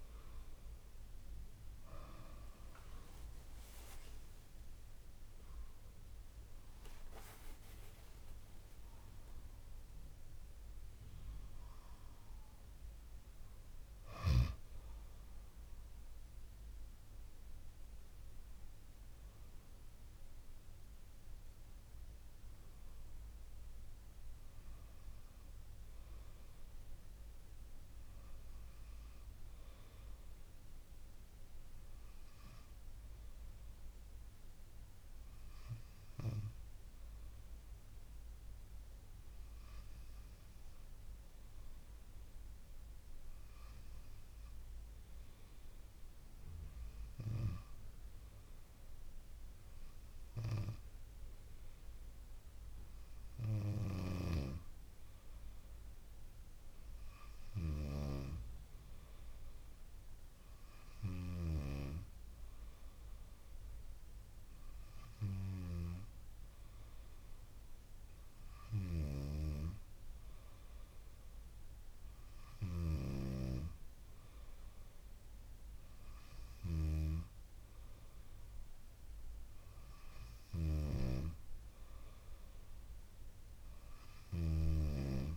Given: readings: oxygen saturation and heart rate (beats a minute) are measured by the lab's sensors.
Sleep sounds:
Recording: breathing in sleep by a room microphone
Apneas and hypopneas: 1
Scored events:
3.00-8.00 s: arousal
34.50-49.50 s: hypopnea (oxygen 98% before, 96% lowest, heart rate 61 before, 57 extreme, up 4 after)
51.50-55.00 s: arousal
61.00-85.37 s: snoring (device-marked)
From the record:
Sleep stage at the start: N2 (light sleep)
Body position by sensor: on the back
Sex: female

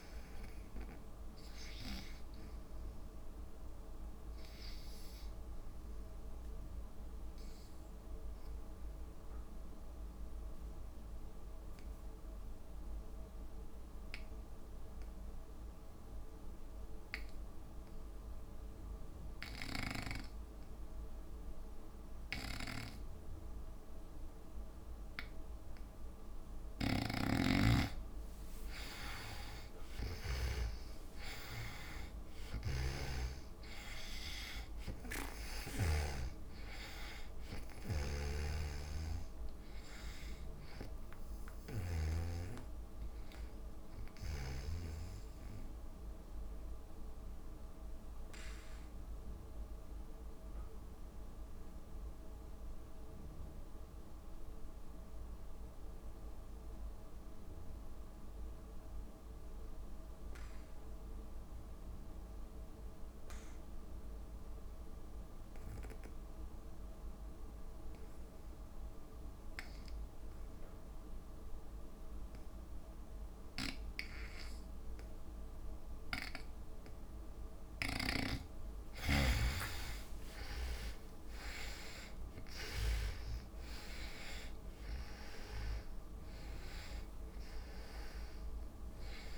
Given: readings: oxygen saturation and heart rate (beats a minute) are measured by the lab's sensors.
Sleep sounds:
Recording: breathing in sleep by a room microphone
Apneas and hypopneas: 2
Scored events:
0.00-15.50 s: oxygen desaturation (device-marked, oxygen 87% lowest, heart rate 55 extreme)
6.50-26.00 s: obstructive apnea (oxygen 95% before, 79% lowest, heart rate 63 before, 55 extreme, up 12 after)
25.50-51.50 s: oxygen desaturation (device-marked, oxygen 99% before, 79% lowest, heart rate 61 before, 55 extreme)
27.00-36.00 s: snoring (device-marked)
27.50-31.50 s: arousal
38.00-42.00 s: snoring (device-marked)
47.50-77.50 s: obstructive apnea (oxygen 98% before, 74% lowest, heart rate 65 before, 55 extreme)
70.50-89.38 s: oxygen desaturation (device-marked, oxygen 98% before, 74% lowest, heart rate 61 before, 55 extreme)
77.50-84.50 s: tachycardia (device-marked, heart rate 64 before, 131 extreme)
79.00-83.00 s: arousal
82.00-84.00 s: long interval between heartbeats (device-marked, heart rate 68 before, 127 extreme)
From the record:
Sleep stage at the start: N2 (light sleep)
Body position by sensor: on the back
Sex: female

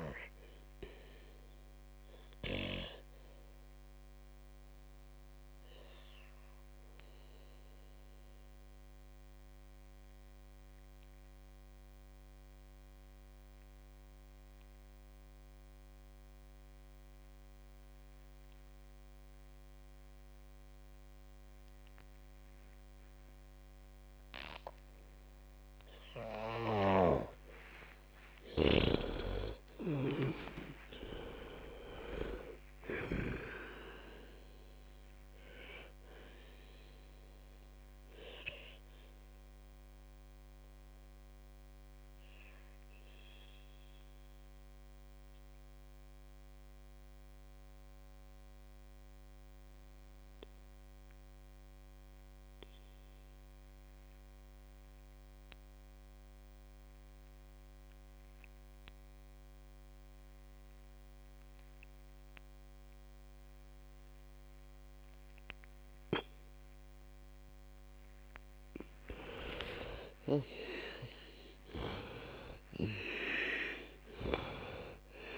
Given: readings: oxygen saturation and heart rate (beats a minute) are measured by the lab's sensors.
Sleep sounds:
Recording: breathing in sleep by a microphone on the trachea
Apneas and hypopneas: 2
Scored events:
0.00-17.50 s: oxygen desaturation (device-marked, oxygen 92% lowest, heart rate 51 extreme)
0.50-29.00 s: obstructive apnea (oxygen 98% before, 90% lowest, heart rate 65 before, 49 extreme)
27.50-59.50 s: oxygen desaturation (device-marked, oxygen 98% before, 90% lowest, heart rate 52 before, 49 extreme)
28.00-34.50 s: snoring (device-marked)
30.00-33.50 s: arousal
39.00-68.50 s: mixed apnea (oxygen 98% before, 89% lowest, heart rate 81 before, 49 extreme, up 44 after)
69.50-74.50 s: arousal
72.50-75.38 s: oxygen desaturation (device-marked, oxygen 98% before, 91% lowest, heart rate 56 before, 49 extreme)
From the record:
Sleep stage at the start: N2 (light sleep)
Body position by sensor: on the back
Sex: female

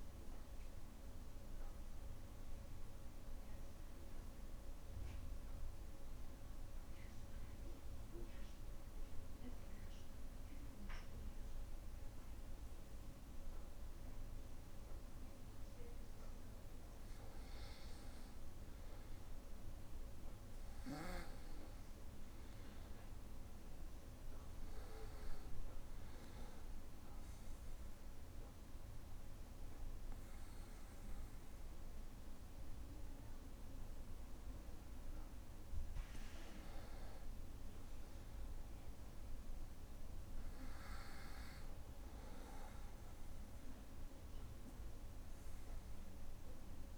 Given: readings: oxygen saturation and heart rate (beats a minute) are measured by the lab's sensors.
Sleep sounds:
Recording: breathing in sleep, hard to hear, by a room microphone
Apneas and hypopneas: 2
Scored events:
0.00-3.50 s: oxygen desaturation (device-marked, oxygen 91% lowest, heart rate 62 extreme)
6.50-16.50 s: obstructive apnea (oxygen 96% before, 92% lowest, heart rate 63 before, 63 extreme, up 0 after)
9.50-46.98 s: new sleep stage, N2 (light sleep)
18.50-22.50 s: arousal
27.00-37.00 s: obstructive apnea (oxygen 96% before, 91% lowest, heart rate 63 before, 62 extreme, up 0 after)
27.50-37.50 s: oxygen desaturation (device-marked, oxygen 96% before, 92% lowest, heart rate 63 before, 62 extreme)
39.00-43.00 s: arousal
From the record:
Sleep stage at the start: N1 (lightest sleep)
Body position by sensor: on the back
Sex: male

